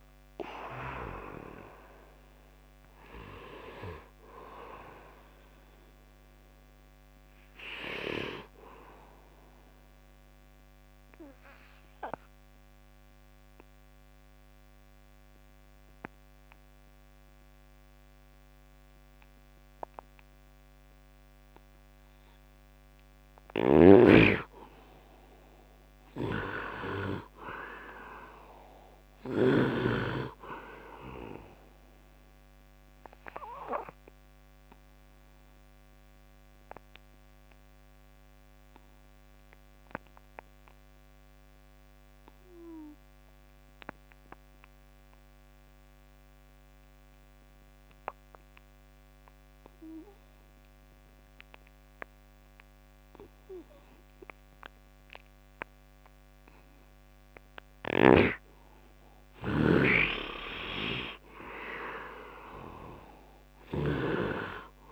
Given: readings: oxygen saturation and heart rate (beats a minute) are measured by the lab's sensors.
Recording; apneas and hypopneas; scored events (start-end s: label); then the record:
breathing in sleep by a microphone on the trachea; 2
0.00-9.50 s: oxygen desaturation (device-marked, oxygen 64% lowest, heart rate 63 extreme)
6.00-9.50 s: arousal
11.50-24.50 s: obstructive apnea (oxygen 100% before, 76% lowest, heart rate 76 before, 69 extreme, up 13 after)
23.50-29.50 s: snoring (device-marked)
26.00-28.50 s: arousal
28.50-46.50 s: oxygen desaturation (device-marked, oxygen 98% before, 83% lowest, heart rate 73 before, 70 extreme)
32.00-58.50 s: obstructive apnea (oxygen 100% before, 76% lowest, heart rate 74 before, 70 extreme, up 8 after)
48.50-64.92 s: oxygen desaturation (device-marked, oxygen 98% before, 76% lowest, heart rate 75 before, 71 extreme)
57.50-64.00 s: snoring (device-marked)
60.50-64.92 s: arousal
From the record:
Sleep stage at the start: N2 (light sleep); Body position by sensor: on the right side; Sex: male